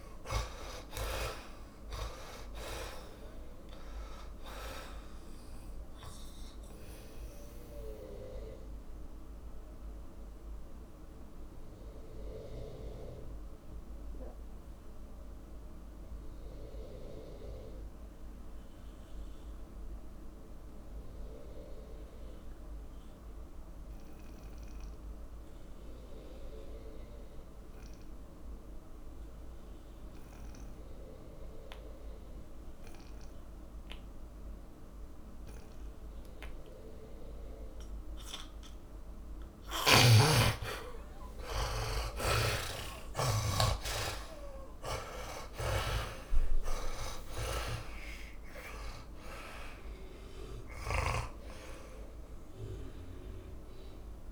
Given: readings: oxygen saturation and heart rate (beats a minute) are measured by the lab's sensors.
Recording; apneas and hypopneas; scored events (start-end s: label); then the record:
breathing in sleep by a room microphone; 1
0.00-2.00 s: arousal
0.00-17.50 s: oxygen desaturation (device-marked, oxygen 74% lowest)
9.50-39.00 s: mixed apnea (oxygen 99% before, 74% lowest)
32.50-54.32 s: oxygen desaturation (device-marked, oxygen 100% before, 77% lowest)
42.50-47.00 s: arousal
42.50-51.50 s: snoring (device-marked)
From the record:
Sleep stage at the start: N2 (light sleep); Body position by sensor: on the back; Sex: male